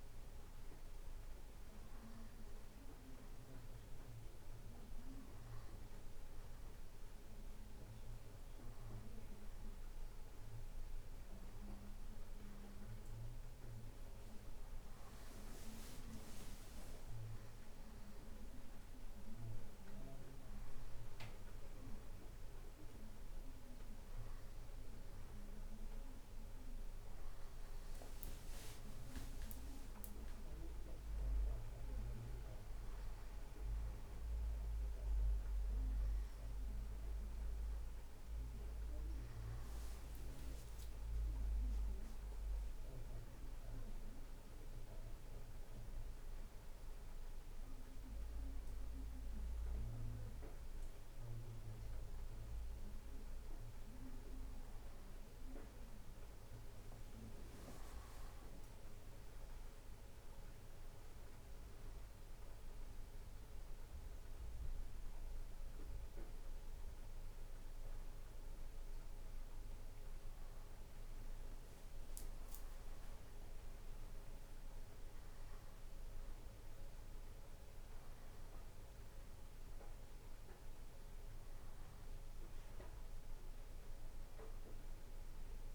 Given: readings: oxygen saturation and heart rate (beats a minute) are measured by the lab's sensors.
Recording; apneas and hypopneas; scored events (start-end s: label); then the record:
breathing in sleep by a room microphone; none
none scored
From the record:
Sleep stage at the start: N2 (light sleep); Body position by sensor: on the right side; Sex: male